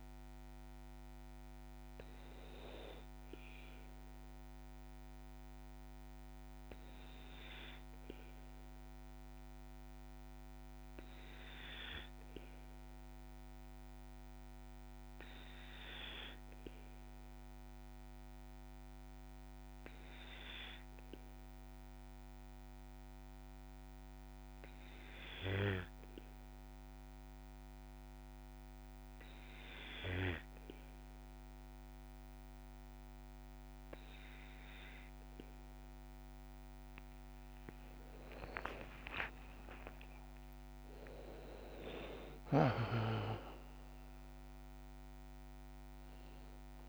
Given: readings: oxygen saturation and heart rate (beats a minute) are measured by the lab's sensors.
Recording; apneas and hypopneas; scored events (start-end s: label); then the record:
breathing in sleep by a microphone on the trachea; 1
10.00-34.00 s: hypopnea (oxygen 97% before, 95% lowest, heart rate 56 before, 54 extreme, up 18 after)
38.50-40.50 s: long interval between heartbeats (device-marked, heart rate 55 before, 68 extreme)
From the record:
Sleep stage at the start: N2 (light sleep); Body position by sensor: on the back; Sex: male